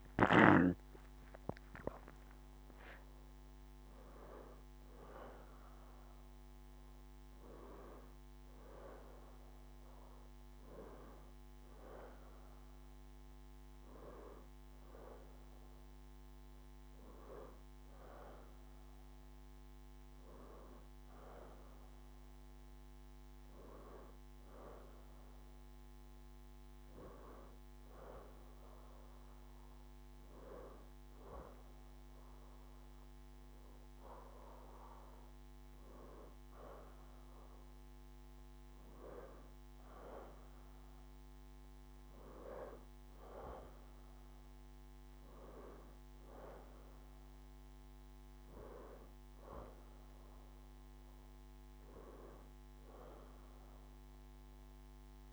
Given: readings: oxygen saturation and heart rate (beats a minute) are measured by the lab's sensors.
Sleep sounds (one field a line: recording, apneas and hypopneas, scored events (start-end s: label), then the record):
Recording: breathing in sleep by a microphone on the trachea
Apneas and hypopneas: none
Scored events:
0.00-1.50 s: arousal
3.50-5.50 s: long interval between heartbeats (device-marked, heart rate 71 before, 73 extreme)
From the record:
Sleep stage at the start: N2 (light sleep)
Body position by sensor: on the left side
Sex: female